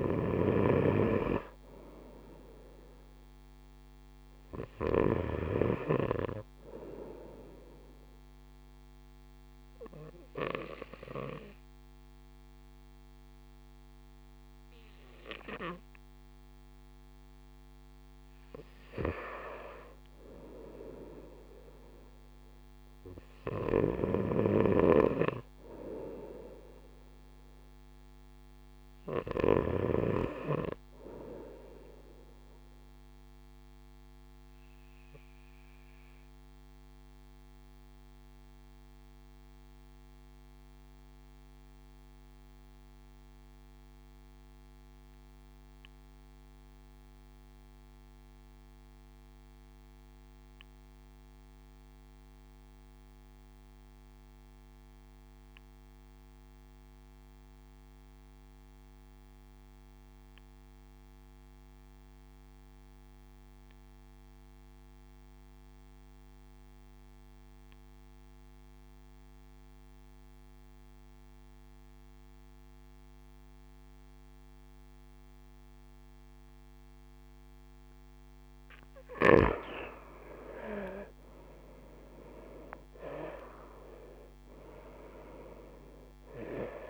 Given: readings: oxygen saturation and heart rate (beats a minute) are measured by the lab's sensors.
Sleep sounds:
breathing in sleep by a microphone on the trachea; 2
0.00-5.50 s: snoring (device-marked)
7.50-19.00 s: obstructive apnea (oxygen 97% before, 92% lowest)
21.50-86.90 s: new sleep stage, N2 (light sleep)
22.00-26.00 s: arousal
23.50-29.50 s: snoring (device-marked)
34.00-78.50 s: obstructive apnea (oxygen 96% before, 90% lowest)
62.50-86.90 s: oxygen desaturation (device-marked, oxygen 96% before, 90% lowest)
81.00-84.50 s: arousal
From the record:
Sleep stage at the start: N1 (lightest sleep); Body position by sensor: on the right side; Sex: male

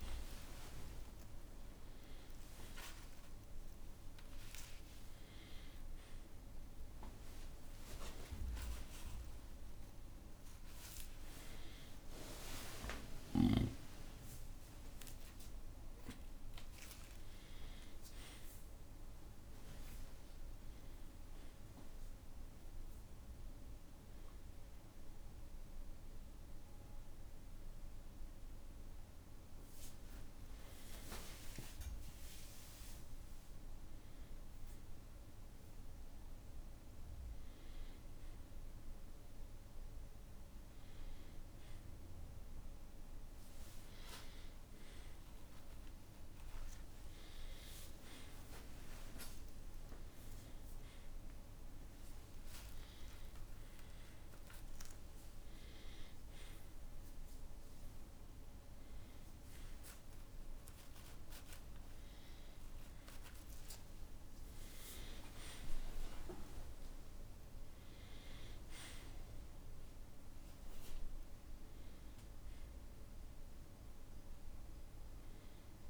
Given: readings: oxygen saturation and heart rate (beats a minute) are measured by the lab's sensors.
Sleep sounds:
a person awake in a sleep study, by a room microphone; none
0.00-1.00 s: long interval between heartbeats (device-marked, heart rate 87 extreme)
2.50-4.50 s: long interval between heartbeats (device-marked, heart rate 72 before, 93 extreme)
10.00-12.00 s: long interval between heartbeats (device-marked, heart rate 79 before, 96 extreme)
15.00-17.00 s: long interval between heartbeats (device-marked, heart rate 87 before, 96 extreme)
42.50-47.50 s: tachycardia (device-marked, heart rate 84 before, 114 extreme)
44.50-46.50 s: long interval between heartbeats (device-marked, heart rate 63 before, 94 extreme)
53.00-55.00 s: long interval between heartbeats (device-marked, heart rate 78 before, 71 extreme)
63.00-65.00 s: long interval between heartbeats (device-marked, heart rate 89 before, 92 extreme)
From the record:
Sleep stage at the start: awake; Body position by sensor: on the back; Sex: male

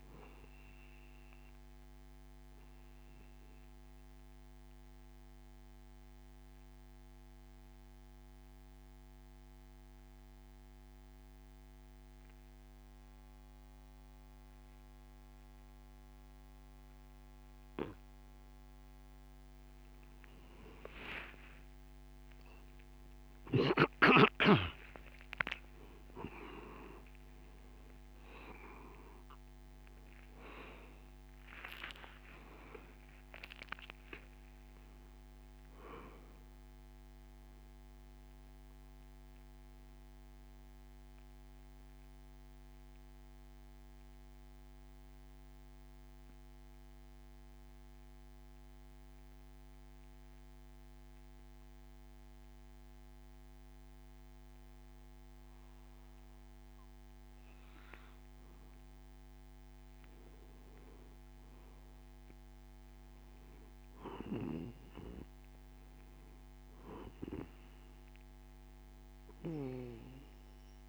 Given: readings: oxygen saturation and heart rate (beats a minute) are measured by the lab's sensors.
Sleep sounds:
breathing in sleep by a microphone on the trachea; 2
0.00-2.00 s: arousal
0.00-15.00 s: oxygen desaturation (device-marked, oxygen 93% lowest)
3.50-17.00 s: mixed apnea (oxygen 98% before, 93% lowest)
21.00-28.50 s: arousal
37.00-70.89 s: new sleep stage, N2 (light sleep)
41.50-58.50 s: mixed apnea (oxygen 97% before, 93% lowest)
62.50-65.50 s: arousal
66.00-70.89 s: oxygen desaturation (device-marked, oxygen 98% before, 94% lowest)
From the record:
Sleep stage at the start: N1 (lightest sleep); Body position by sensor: on the back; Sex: male

